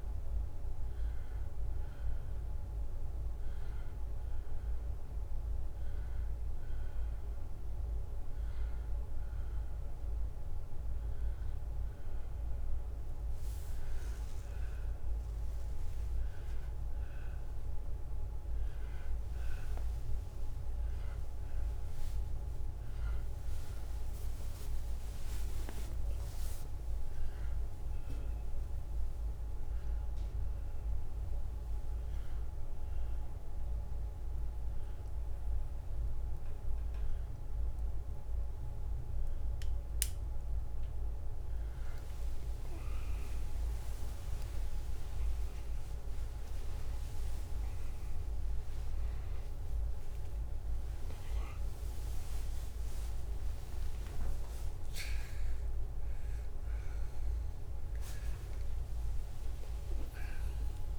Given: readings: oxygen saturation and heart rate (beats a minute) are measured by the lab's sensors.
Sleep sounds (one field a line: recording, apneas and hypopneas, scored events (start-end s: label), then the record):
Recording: a person awake in a sleep study, hard to hear, by a room microphone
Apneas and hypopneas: none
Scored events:
12.50-60.99 s: new sleep stage, awake
25.00-27.00 s: long interval between heartbeats (device-marked, heart rate 77 before, 91 extreme)
28.50-39.50 s: drop in pulse transit time (device-marked, heart rate 81 before, 79 extreme)
53.50-60.99 s: drop in pulse transit time (device-marked, heart rate 80 before, 82 extreme)
From the record:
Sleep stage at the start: N1 (lightest sleep)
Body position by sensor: on the right side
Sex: male